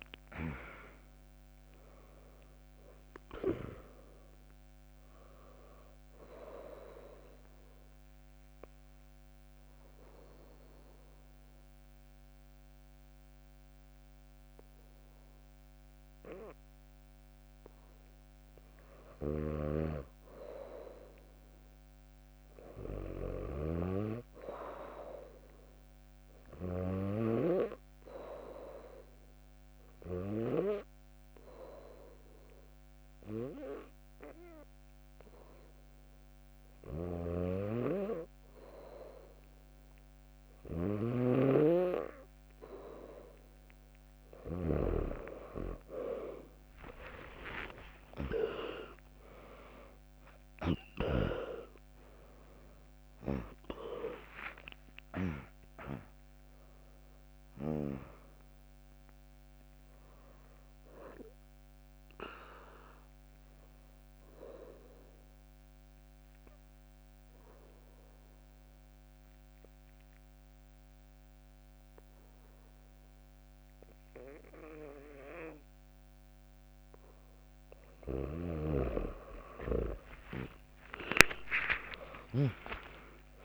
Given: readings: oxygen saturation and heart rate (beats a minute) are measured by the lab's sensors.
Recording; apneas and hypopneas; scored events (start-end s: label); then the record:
breathing in sleep by a microphone on the trachea; 3
0.00-10.50 s: drop in pulse transit time (device-marked, heart rate 71 extreme)
7.00-17.50 s: obstructive apnea (oxygen 100% before, 95% lowest, heart rate 72 before, 57 extreme)
18.50-23.50 s: bradycardia (device-marked, heart rate 74 before, 57 extreme)
19.00-22.00 s: arousal
29.00-40.50 s: obstructive apnea (oxygen 99% before, 95% lowest, heart rate 71 before, 61 extreme, up 1 after)
46.00-51.00 s: arousal
49.50-68.50 s: drop in pulse transit time (device-marked, heart rate 63 before, 71 extreme)
49.50-70.50 s: oxygen desaturation (device-marked, oxygen 98% before, 95% lowest, heart rate 63 before, 64 extreme)
54.50-56.50 s: long interval between heartbeats (device-marked, heart rate 68 before, 97 extreme)
61.00-76.00 s: obstructive apnea (oxygen 98% before, 96% lowest, heart rate 78 before, 64 extreme, up 35 after)
79.50-83.00 s: arousal
80.50-82.50 s: long interval between heartbeats (device-marked, heart rate 78 before, 89 extreme)
80.50-83.45 s: tachycardia (device-marked, heart rate 74 before, 108 extreme)
From the record:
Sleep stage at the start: N2 (light sleep); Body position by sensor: on the back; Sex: female